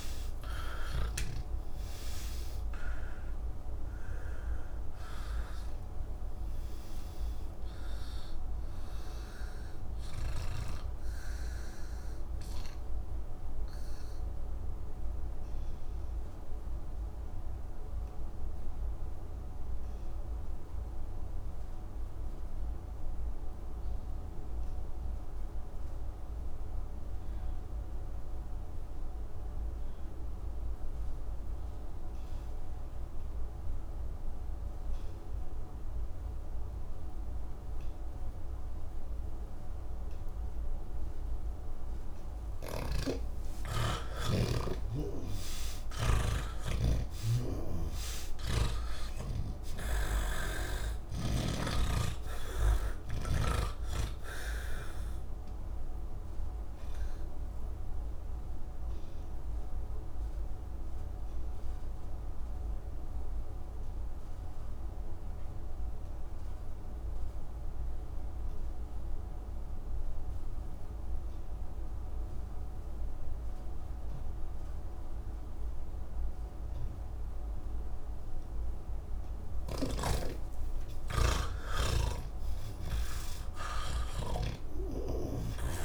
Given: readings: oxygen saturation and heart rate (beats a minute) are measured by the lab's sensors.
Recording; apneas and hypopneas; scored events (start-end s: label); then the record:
breathing in sleep by a room microphone; 2
0.00-1.50 s: snoring (device-marked)
0.00-21.00 s: oxygen desaturation (device-marked, oxygen 79% lowest, heart rate 135 extreme)
12.00-41.50 s: obstructive apnea (oxygen 99% before, 78% lowest, heart rate 179 before, 159 extreme, up 56 after)
35.00-50.00 s: oxygen desaturation (device-marked, oxygen 99% before, 85% lowest, heart rate 183 before, 135 extreme)
42.50-49.50 s: snoring (device-marked)
52.00-72.00 s: oxygen desaturation (device-marked, oxygen 90% before, 78% lowest, heart rate 185 before, 130 extreme)
56.50-78.50 s: obstructive apnea (oxygen 99% before, 78% lowest, heart rate 188 before, 59 extreme)
81.00-85.85 s: oxygen desaturation (device-marked, oxygen 99% before, 80% lowest, heart rate 179 before, 46 extreme)
82.00-85.85 s: snoring (device-marked)
From the record:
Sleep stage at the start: N3 (deep sleep); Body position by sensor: on the back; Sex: male